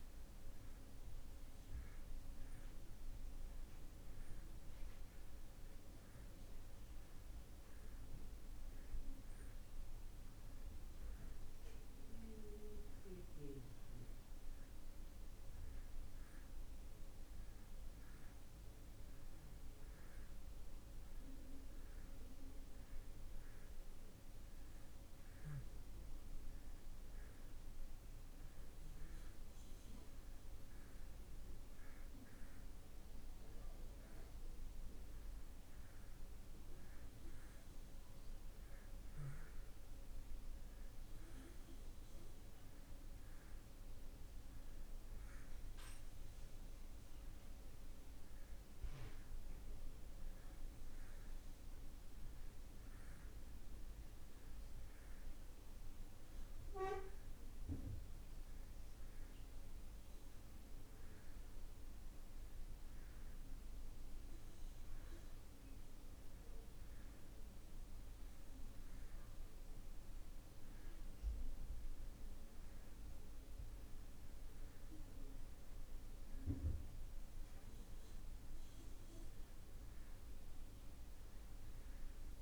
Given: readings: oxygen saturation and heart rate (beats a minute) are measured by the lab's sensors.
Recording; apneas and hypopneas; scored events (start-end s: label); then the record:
breathing in sleep, hard to hear, by a room microphone; none
none scored
From the record:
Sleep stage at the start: N2 (light sleep); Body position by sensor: on the back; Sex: male